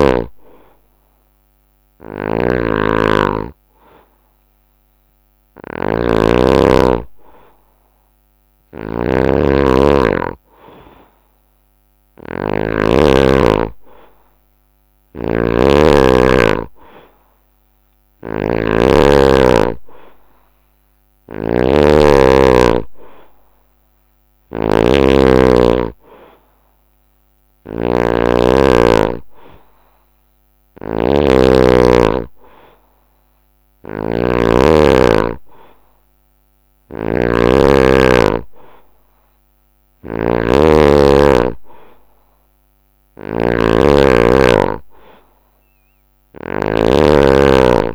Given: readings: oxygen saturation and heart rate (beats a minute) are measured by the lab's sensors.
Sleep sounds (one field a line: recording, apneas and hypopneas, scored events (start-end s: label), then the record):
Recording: breathing in sleep by a microphone on the trachea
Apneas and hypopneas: none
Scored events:
0.00-47.95 s: snoring (device-marked)
1.00-16.00 s: oxygen desaturation (device-marked, oxygen 93% before, 90% lowest, heart rate 66 before, 67 extreme)
From the record:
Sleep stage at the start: N2 (light sleep)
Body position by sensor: on the right side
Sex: male